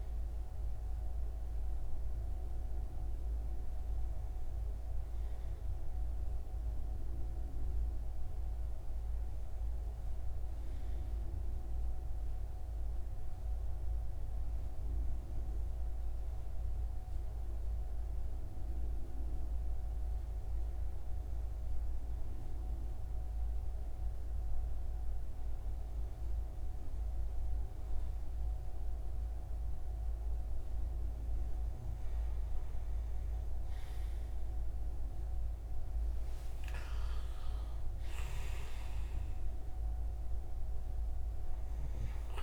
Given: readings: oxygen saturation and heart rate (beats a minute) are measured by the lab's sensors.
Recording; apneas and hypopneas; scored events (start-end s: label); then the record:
breathing in sleep, hard to hear, by a room microphone; none
none scored
From the record:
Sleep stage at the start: N2 (light sleep); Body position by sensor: on the front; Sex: male